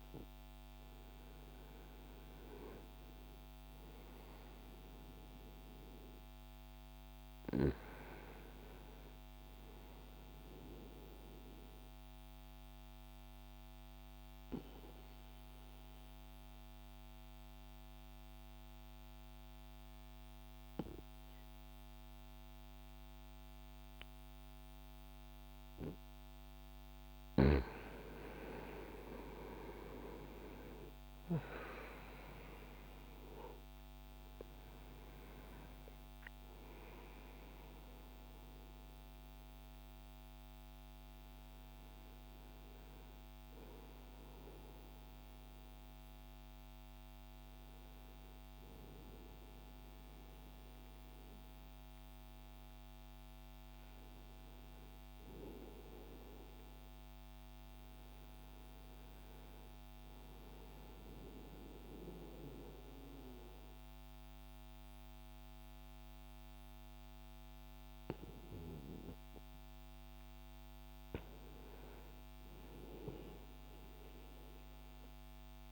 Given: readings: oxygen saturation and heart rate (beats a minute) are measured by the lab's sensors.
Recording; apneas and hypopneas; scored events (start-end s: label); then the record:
breathing in sleep by a microphone on the trachea; 2
0.00-24.50 s: oxygen desaturation (device-marked, oxygen 89% lowest, heart rate 62 extreme)
10.50-26.50 s: obstructive apnea (oxygen 97% before, 85% lowest, heart rate 70 before, 63 extreme, up 17 after)
28.00-33.00 s: arousal
31.50-54.50 s: oxygen desaturation (device-marked, oxygen 95% before, 85% lowest, heart rate 71 before, 60 extreme)
60.50-70.50 s: mixed apnea (oxygen 98% before, 85% lowest, heart rate 64 before, 60 extreme, up 2 after)
71.50-75.50 s: arousal
From the record:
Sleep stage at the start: N2 (light sleep); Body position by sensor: on the right side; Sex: male